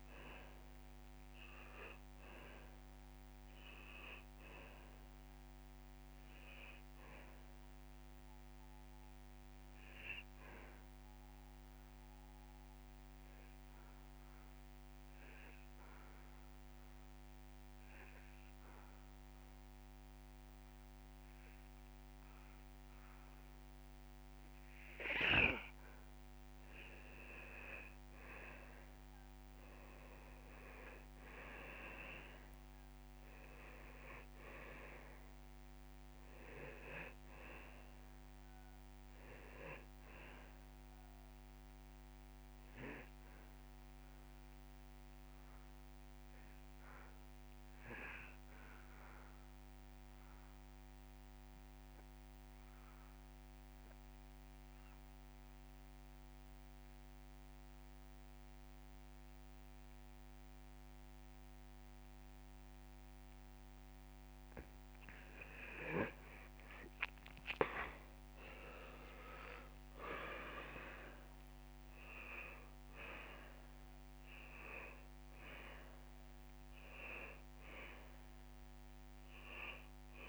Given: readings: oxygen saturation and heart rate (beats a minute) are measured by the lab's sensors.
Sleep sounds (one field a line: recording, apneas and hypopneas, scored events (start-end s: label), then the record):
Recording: breathing in sleep by a microphone on the trachea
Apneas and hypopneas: 2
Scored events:
3.50-7.00 s: arousal
11.00-26.00 s: obstructive apnea (oxygen 99% before, 89% lowest)
13.50-17.50 s: drop in pulse transit time (device-marked)
28.50-32.50 s: arousal
35.50-62.50 s: oxygen desaturation (device-marked, oxygen 96% before, 89% lowest)
44.50-64.00 s: obstructive apnea (oxygen 96% before, 89% lowest)
66.00-68.00 s: long interval between heartbeats (device-marked)
66.50-70.50 s: arousal
77.50-79.50 s: long interval between heartbeats (device-marked)
From the record:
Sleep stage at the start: N2 (light sleep)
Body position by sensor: on the back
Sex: male